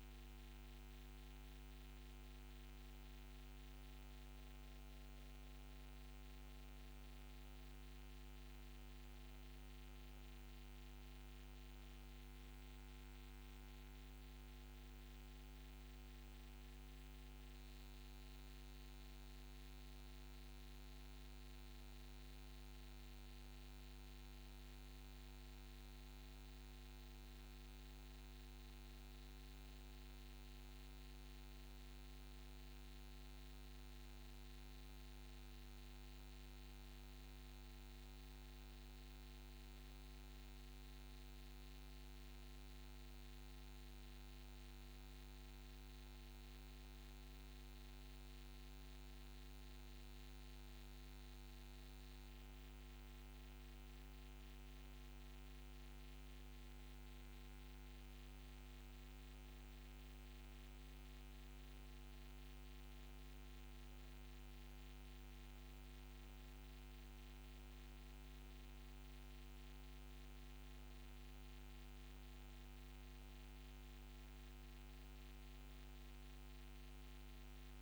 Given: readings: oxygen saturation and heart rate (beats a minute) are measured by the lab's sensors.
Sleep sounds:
breathing in sleep, hard to hear, by a microphone on the trachea; none
none scored
From the record:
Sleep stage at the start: N1 (lightest sleep); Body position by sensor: on the back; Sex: female

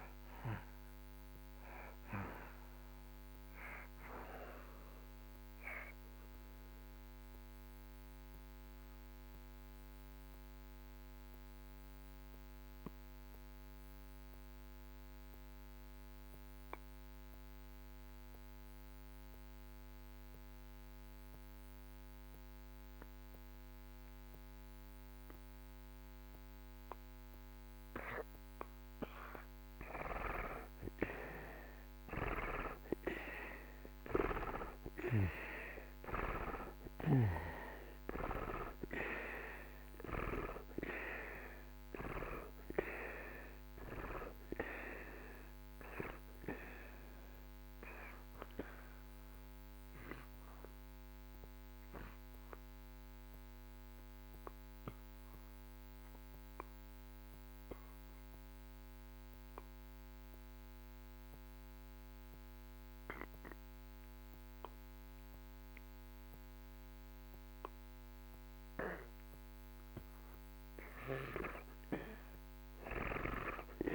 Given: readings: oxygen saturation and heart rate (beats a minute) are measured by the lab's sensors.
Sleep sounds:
breathing in sleep by a microphone on the trachea; 2
0.00-26.50 s: oxygen desaturation (device-marked, oxygen 78% lowest)
5.00-27.00 s: mixed apnea (oxygen 96% before, 78% lowest)
30.00-36.00 s: arousal
35.50-66.50 s: oxygen desaturation (device-marked, oxygen 97% before, 78% lowest)
49.00-69.00 s: obstructive apnea (oxygen 97% before, 77% lowest)
69.50-73.95 s: arousal
From the record:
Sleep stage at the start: N2 (light sleep); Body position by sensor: on the back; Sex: male

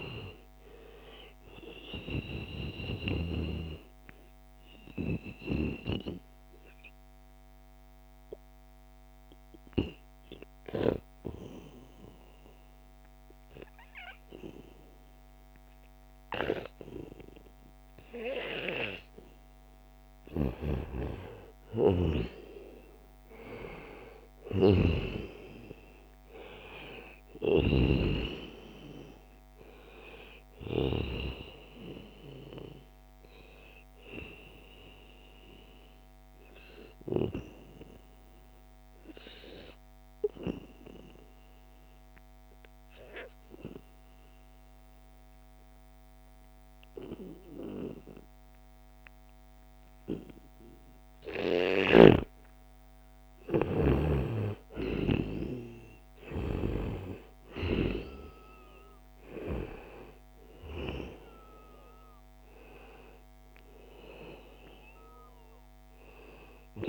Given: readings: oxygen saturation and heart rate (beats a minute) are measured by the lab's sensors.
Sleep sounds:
breathing in sleep by a microphone on the trachea; 2
0.00-13.50 s: oxygen desaturation (device-marked, oxygen 90% lowest, heart rate 78 extreme)
4.00-19.50 s: obstructive apnea (oxygen 95% before, 89% lowest, heart rate 78 before, 76 extreme, up 1 after)
5.00-7.00 s: long interval between heartbeats (device-marked, heart rate 78 before, 92 extreme)
11.00-13.00 s: long interval between heartbeats (device-marked, heart rate 82 before, 80 extreme)
20.50-26.00 s: arousal
24.00-27.50 s: snoring (device-marked)
24.50-40.50 s: oxygen desaturation (device-marked, oxygen 95% before, 89% lowest, heart rate 83 before, 74 extreme)
35.50-50.00 s: obstructive apnea (oxygen 95% before, 89% lowest, heart rate 80 before, 74 extreme, up 0 after)
51.00-55.50 s: arousal
55.50-66.89 s: oxygen desaturation (device-marked, oxygen 95% before, 89% lowest, heart rate 76 before, 72 extreme)
From the record:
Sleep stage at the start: N2 (light sleep); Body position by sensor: on the back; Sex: male

